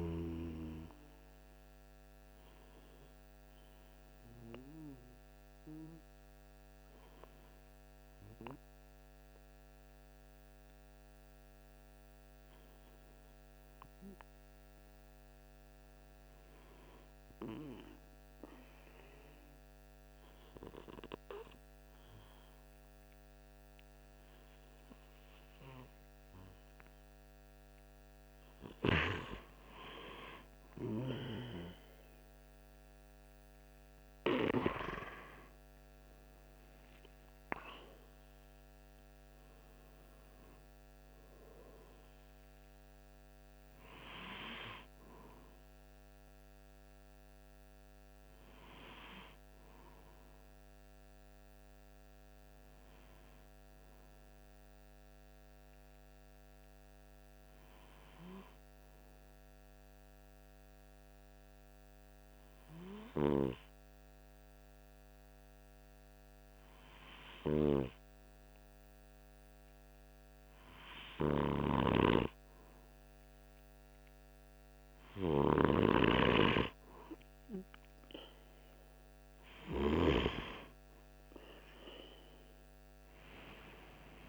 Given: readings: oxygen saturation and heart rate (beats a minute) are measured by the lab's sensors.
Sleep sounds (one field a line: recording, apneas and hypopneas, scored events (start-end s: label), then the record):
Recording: breathing in sleep by a microphone on the trachea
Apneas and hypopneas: 2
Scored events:
1.00-27.50 s: obstructive apnea (oxygen 97% before, 94% lowest, heart rate 48 before, 43 extreme, up 1 after)
30.00-34.00 s: arousal
55.00-73.50 s: obstructive apnea (oxygen 97% before, 94% lowest, heart rate 46 before, 44 extreme, up 1 after)
75.00-78.00 s: arousal
From the record:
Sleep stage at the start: N2 (light sleep)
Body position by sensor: on the right side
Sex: male